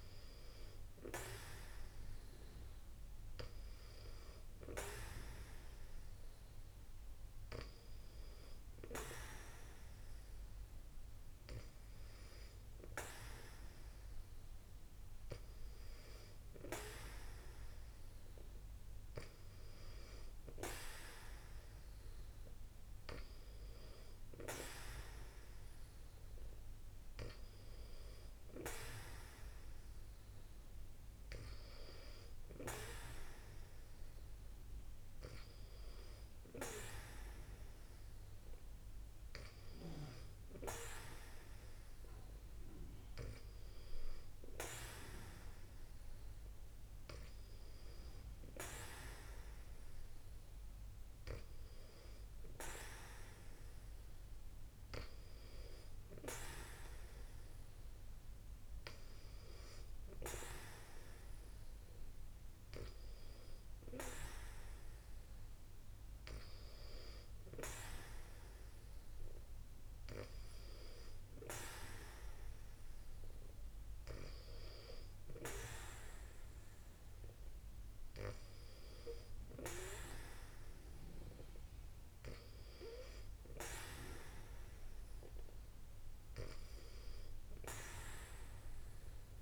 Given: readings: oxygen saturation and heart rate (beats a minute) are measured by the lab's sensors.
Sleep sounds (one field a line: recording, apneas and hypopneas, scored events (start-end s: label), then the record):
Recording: breathing in sleep by a room microphone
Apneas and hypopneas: none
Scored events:
none scored
From the record:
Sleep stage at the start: N2 (light sleep)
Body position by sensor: on the back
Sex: female